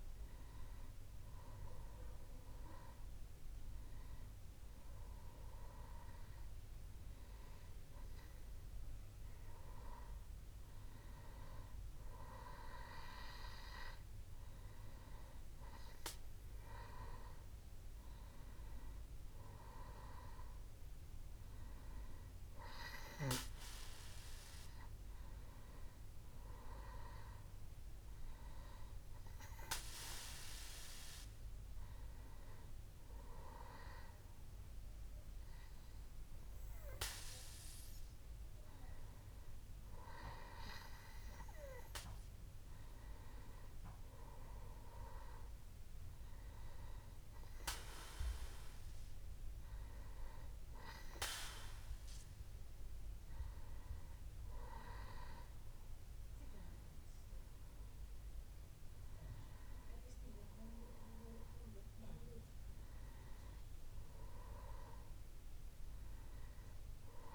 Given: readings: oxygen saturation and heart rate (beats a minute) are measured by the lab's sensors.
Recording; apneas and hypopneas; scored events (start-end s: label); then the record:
breathing in sleep by a room microphone; none
67.00-67.35 s: new sleep stage, N2 (light sleep)
From the record:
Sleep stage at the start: N1 (lightest sleep); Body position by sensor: on the back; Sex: male